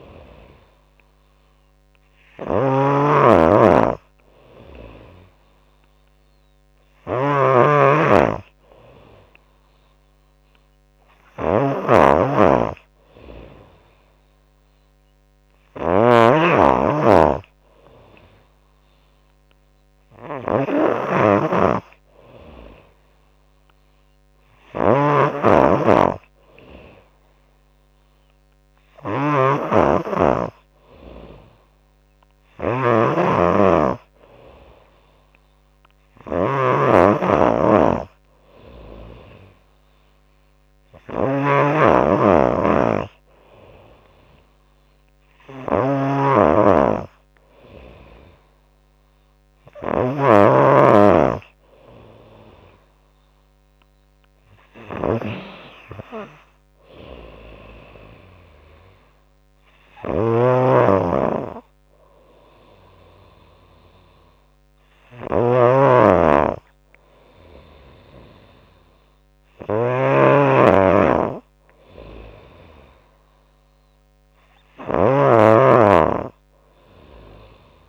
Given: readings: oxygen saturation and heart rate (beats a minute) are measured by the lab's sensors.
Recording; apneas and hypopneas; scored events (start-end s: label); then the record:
breathing in sleep by a microphone on the trachea; none
0.00-11.00 s: bradycardia (device-marked)
0.00-77.89 s: snoring (device-marked)
From the record:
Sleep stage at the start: N3 (deep sleep); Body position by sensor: on the back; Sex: female